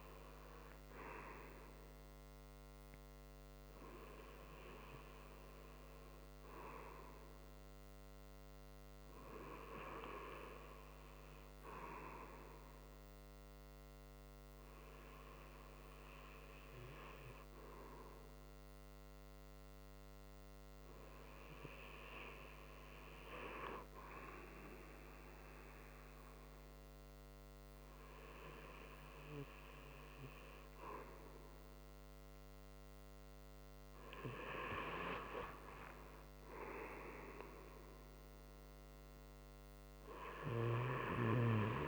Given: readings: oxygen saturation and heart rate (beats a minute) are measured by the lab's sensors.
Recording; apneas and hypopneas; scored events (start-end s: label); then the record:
breathing in sleep by a microphone on the trachea; none
none scored
From the record:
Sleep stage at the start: N2 (light sleep); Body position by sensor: on the right side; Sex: male